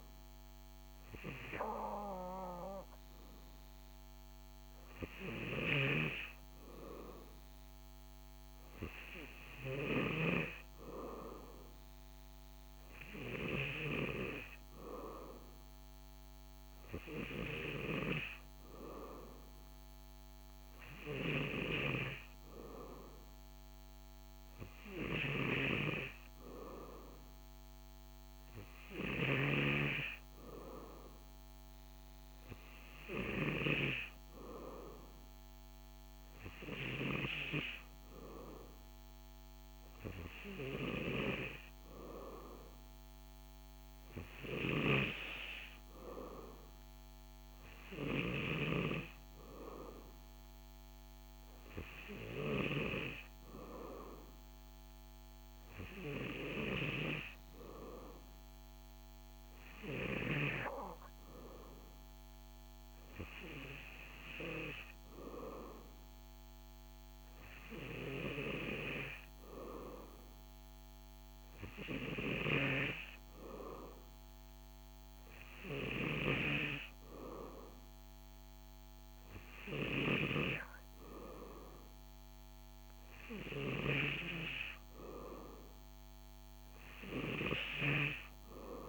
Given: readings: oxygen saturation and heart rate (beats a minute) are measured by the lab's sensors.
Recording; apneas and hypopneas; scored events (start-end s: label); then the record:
breathing in sleep by a microphone on the trachea; none
none scored
From the record:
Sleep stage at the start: N2 (light sleep); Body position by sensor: on the back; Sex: male